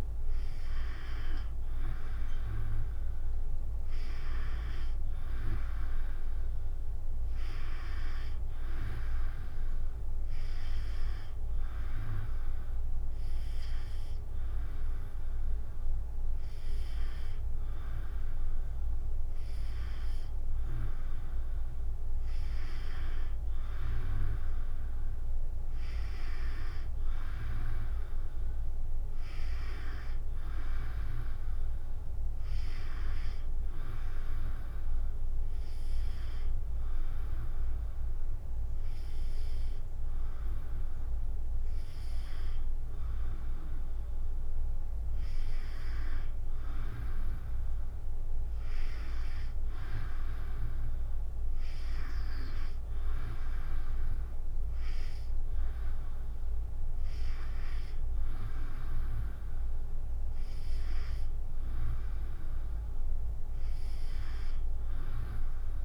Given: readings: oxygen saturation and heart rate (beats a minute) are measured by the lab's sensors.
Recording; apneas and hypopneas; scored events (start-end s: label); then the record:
breathing in sleep by a room microphone; none
none scored
From the record:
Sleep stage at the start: N2 (light sleep); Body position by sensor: on the back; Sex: female